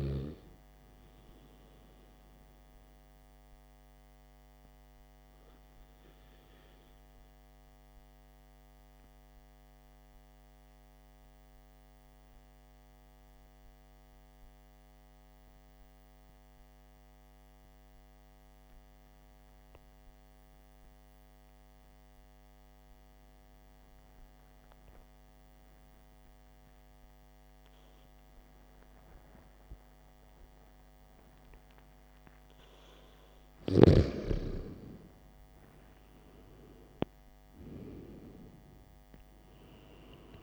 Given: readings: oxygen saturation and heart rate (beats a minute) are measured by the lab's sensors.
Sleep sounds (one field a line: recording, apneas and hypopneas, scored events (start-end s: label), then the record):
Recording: breathing in sleep by a microphone on the trachea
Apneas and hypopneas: 1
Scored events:
10.50-31.00 s: obstructive apnea (oxygen 94% before, 92% lowest, heart rate 55 before, 55 extreme, up 9 after)
36.50-40.00 s: arousal
From the record:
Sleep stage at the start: N2 (light sleep)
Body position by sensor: on the back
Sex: male